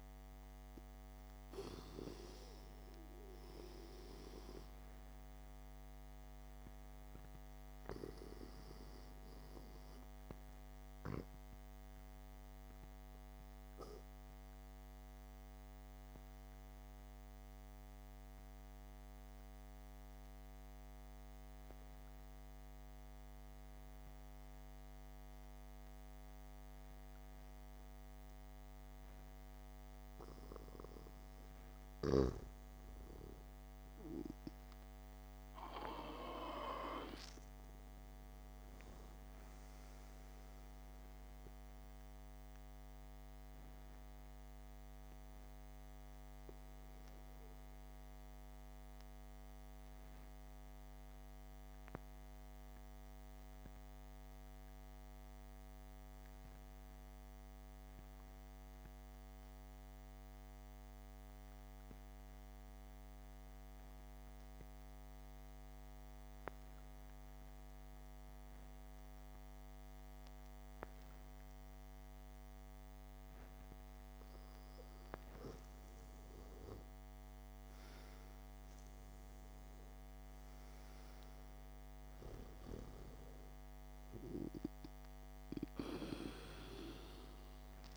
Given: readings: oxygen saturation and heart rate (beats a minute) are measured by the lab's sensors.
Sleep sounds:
breathing in sleep by a microphone on the trachea; 2
4.00-31.50 s: obstructive apnea (oxygen 98% before, 91% lowest, heart rate 66 before, 60 extreme, up 2 after)
28.00-52.00 s: oxygen desaturation (device-marked, oxygen 99% before, 91% lowest, heart rate 72 before, 56 extreme)
32.00-35.50 s: arousal
46.50-74.00 s: obstructive apnea (oxygen 99% before, 90% lowest, heart rate 65 before, 54 extreme, up 3 after)
77.00-81.50 s: arousal
84.00-87.97 s: oxygen desaturation (device-marked, oxygen 96% before, 90% lowest, heart rate 60 before, 60 extreme)
From the record:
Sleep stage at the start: N2 (light sleep); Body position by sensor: on the back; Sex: male

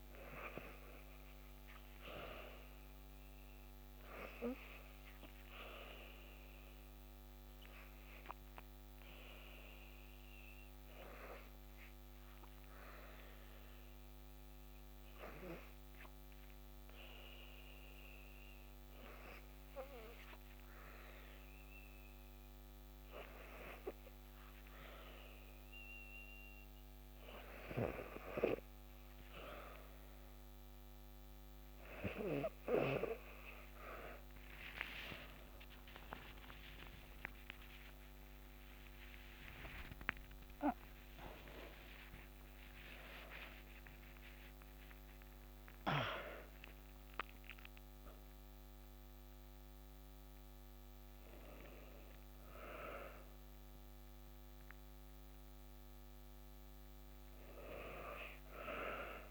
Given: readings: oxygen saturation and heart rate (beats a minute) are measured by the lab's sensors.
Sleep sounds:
a person partly awake in a sleep study, by a microphone on the trachea; 1
0.00-1.00 s: arousal
1.50-24.50 s: oxygen desaturation (device-marked, oxygen 95% before, 90% lowest, heart rate 55 before, 57 extreme)
6.00-25.50 s: hypopnea (oxygen 95% before, 89% lowest, heart rate 55 before, 57 extreme, up 4 after)
32.50-59.31 s: new sleep stage, awake
38.50-54.50 s: oxygen desaturation (device-marked, oxygen 94% before, 89% lowest, heart rate 67 before, 55 extreme)
From the record:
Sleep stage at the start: N2 (light sleep); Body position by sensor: on the back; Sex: female

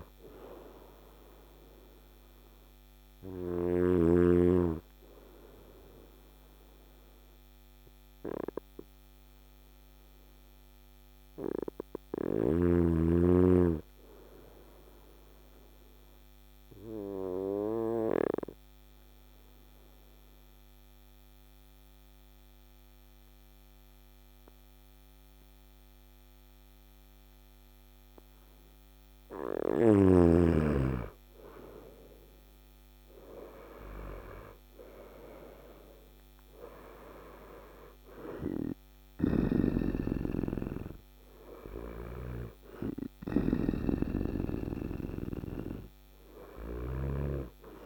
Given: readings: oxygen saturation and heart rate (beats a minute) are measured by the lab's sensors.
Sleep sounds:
breathing in sleep by a microphone on the trachea; 1
0.00-3.00 s: snoring (device-marked)
14.50-28.00 s: obstructive apnea (oxygen 100% before, 94% lowest, heart rate 57 before, 54 extreme, up 9 after)
30.50-34.50 s: arousal
31.00-47.86 s: oxygen desaturation (device-marked, oxygen 97% before, 94% lowest, heart rate 56 before, 54 extreme)
38.00-46.50 s: snoring (device-marked)
From the record:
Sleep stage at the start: N2 (light sleep); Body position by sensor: on the front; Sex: male

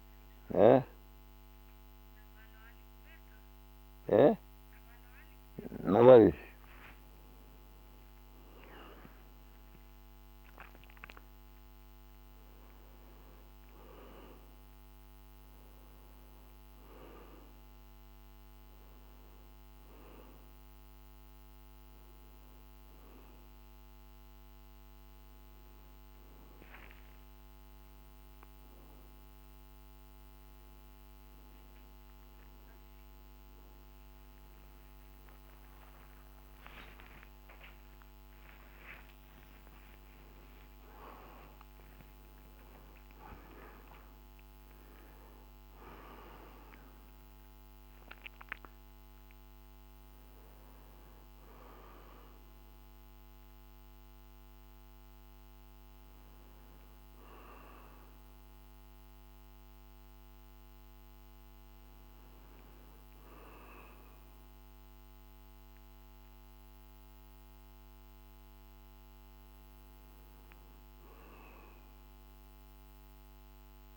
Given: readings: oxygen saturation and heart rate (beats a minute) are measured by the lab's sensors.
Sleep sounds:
a person awake in a sleep study, by a microphone on the trachea; none
15.50-34.50 s: oxygen desaturation (device-marked, oxygen 98% before, 94% lowest, heart rate 57 before, 52 extreme)
46.50-73.97 s: new sleep stage, N1 (lightest sleep)
From the record:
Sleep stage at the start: awake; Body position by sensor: on the back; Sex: male

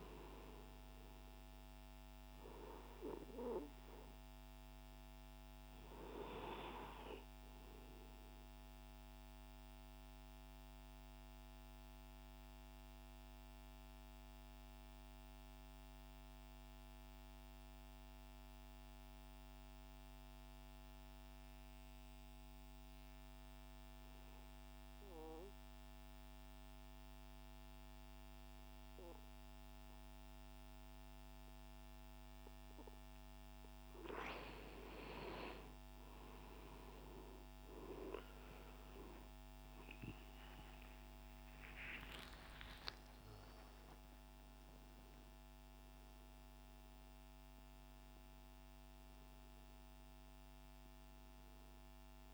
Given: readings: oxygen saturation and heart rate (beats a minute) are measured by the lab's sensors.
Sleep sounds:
breathing in sleep by a microphone on the trachea; 1
0.00-9.50 s: oxygen desaturation (device-marked, oxygen 91% lowest, heart rate 78 extreme)
7.00-34.00 s: mixed apnea (oxygen 97% before, 89% lowest, heart rate 147 before, 78 extreme, up 23 after)
31.50-52.34 s: oxygen desaturation (device-marked, oxygen 98% before, 89% lowest, heart rate 117 before, 126 extreme)
40.50-46.00 s: arousal
From the record:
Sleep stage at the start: N2 (light sleep); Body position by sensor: on the right side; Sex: male

